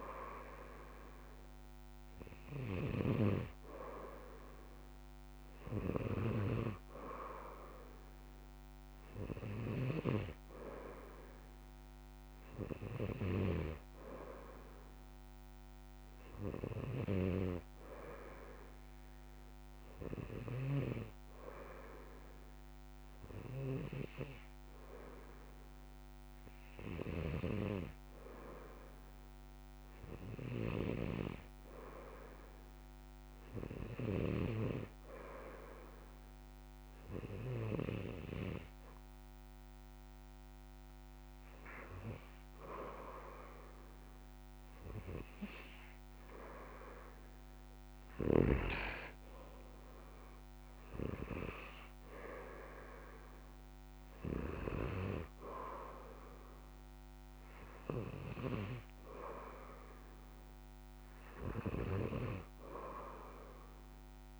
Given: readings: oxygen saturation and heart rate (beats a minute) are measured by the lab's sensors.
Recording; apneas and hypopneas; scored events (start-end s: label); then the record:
breathing in sleep by a microphone on the trachea; 1
17.00-21.00 s: snoring (device-marked)
21.00-37.00 s: hypopnea (oxygen 95% before, 94% lowest, heart rate 64 before, 64 extreme, up 0 after)
27.00-31.00 s: snoring (device-marked)
40.00-43.00 s: arousal
From the record:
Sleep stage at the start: N2 (light sleep); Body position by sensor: on the back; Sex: male